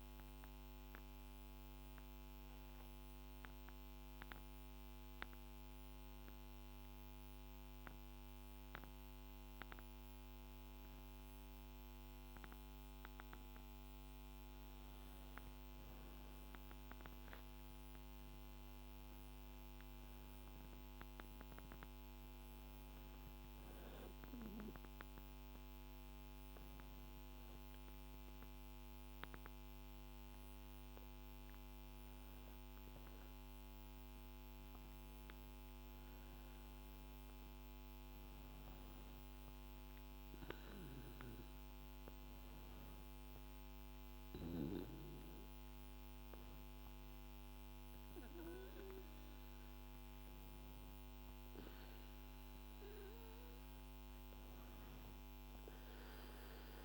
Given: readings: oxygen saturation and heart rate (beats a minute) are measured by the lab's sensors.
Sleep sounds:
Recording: breathing in sleep, hard to hear, by a microphone on the trachea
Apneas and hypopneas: none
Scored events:
none scored
From the record:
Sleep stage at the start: N2 (light sleep)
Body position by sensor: on the back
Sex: female

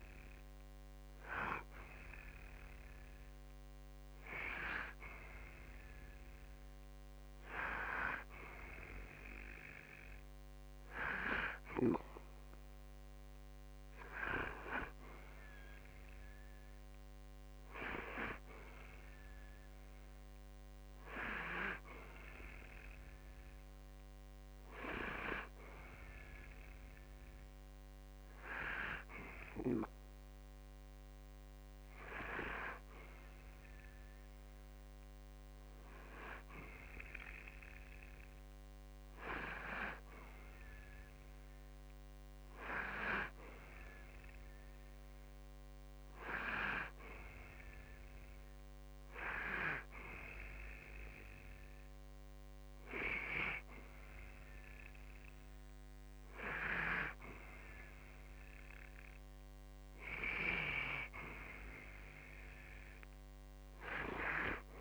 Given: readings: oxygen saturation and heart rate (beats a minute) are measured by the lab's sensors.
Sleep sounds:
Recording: breathing in sleep by a microphone on the trachea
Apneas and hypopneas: none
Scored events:
none scored
From the record:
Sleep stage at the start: N2 (light sleep)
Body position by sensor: on the back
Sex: male

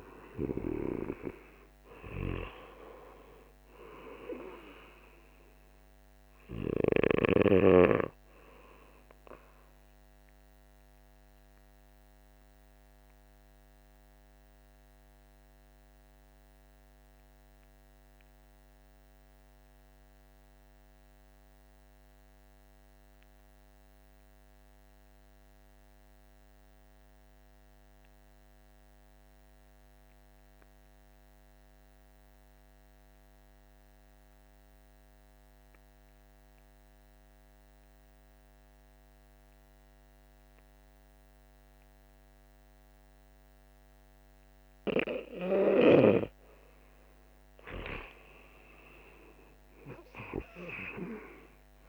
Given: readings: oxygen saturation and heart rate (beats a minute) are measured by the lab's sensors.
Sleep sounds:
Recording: breathing in sleep by a microphone on the trachea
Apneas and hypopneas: 1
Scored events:
0.00-21.00 s: oxygen desaturation (device-marked, oxygen 85% lowest, heart rate 47 extreme)
10.50-45.00 s: obstructive apnea (oxygen 98% before, 83% lowest, heart rate 56 before, 48 extreme, up 12 after)
38.00-51.89 s: oxygen desaturation (device-marked, oxygen 98% before, 83% lowest, heart rate 49 before, 48 extreme)
48.50-51.89 s: arousal
From the record:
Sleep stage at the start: N2 (light sleep)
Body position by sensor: on the back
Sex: male

